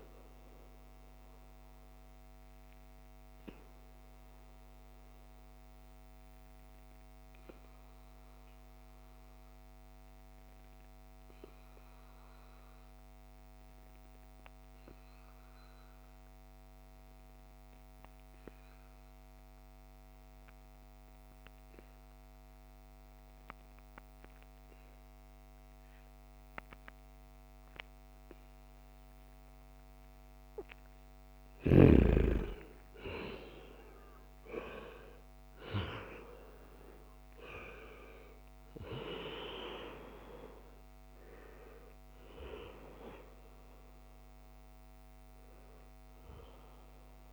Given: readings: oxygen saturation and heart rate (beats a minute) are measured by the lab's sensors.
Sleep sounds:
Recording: breathing in sleep by a microphone on the trachea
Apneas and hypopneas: 1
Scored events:
0.00-8.00 s: oxygen desaturation (device-marked, oxygen 89% lowest, heart rate 68 extreme)
0.50-31.00 s: obstructive apnea (oxygen 97% before, 87% lowest, heart rate 77 before, 68 extreme, up 8 after)
22.00-47.33 s: oxygen desaturation (device-marked, oxygen 97% before, 87% lowest, heart rate 76 before, 68 extreme)
32.50-36.50 s: arousal
From the record:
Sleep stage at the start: N2 (light sleep)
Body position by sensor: on the right side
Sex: male

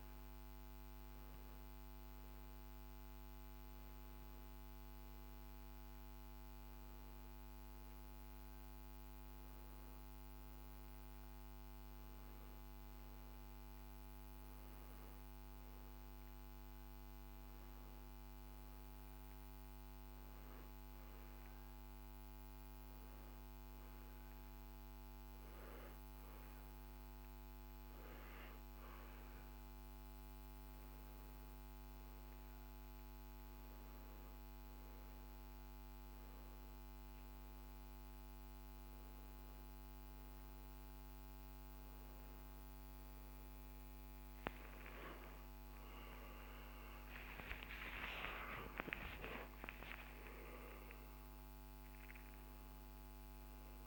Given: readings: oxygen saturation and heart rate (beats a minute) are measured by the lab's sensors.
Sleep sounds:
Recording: breathing in sleep by a microphone on the trachea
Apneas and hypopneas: none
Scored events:
45.00-49.00 s: arousal
From the record:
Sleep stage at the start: N2 (light sleep)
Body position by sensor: on the back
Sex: male

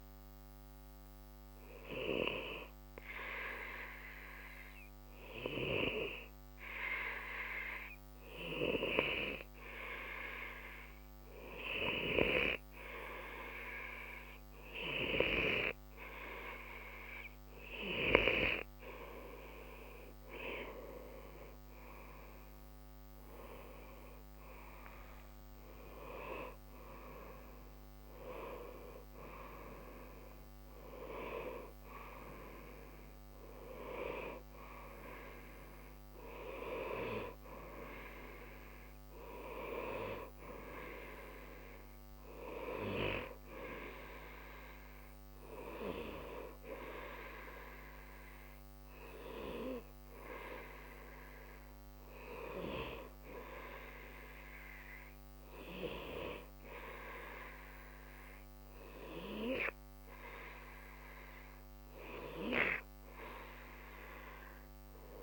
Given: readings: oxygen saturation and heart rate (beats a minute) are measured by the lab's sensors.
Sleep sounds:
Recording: breathing in sleep by a microphone on the trachea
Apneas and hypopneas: none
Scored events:
20.50-24.50 s: arousal
From the record:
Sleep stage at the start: N2 (light sleep)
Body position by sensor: on the right side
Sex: male

